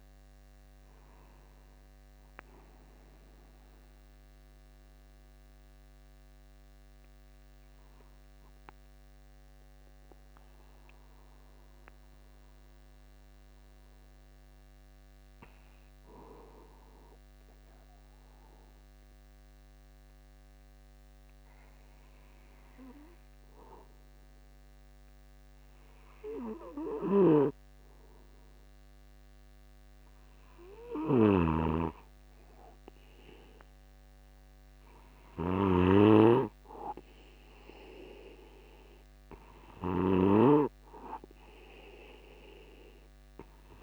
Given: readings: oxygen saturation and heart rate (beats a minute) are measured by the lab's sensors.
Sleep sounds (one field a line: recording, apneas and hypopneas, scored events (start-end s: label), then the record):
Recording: breathing in sleep by a microphone on the trachea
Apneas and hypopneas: 1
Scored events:
9.50-30.50 s: mixed apnea (oxygen 96% before, 94% lowest, heart rate 53 before, 50 extreme, up 0 after)
27.50-43.83 s: snoring (device-marked)
33.50-36.50 s: arousal
From the record:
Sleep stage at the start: N2 (light sleep)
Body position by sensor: upright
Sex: male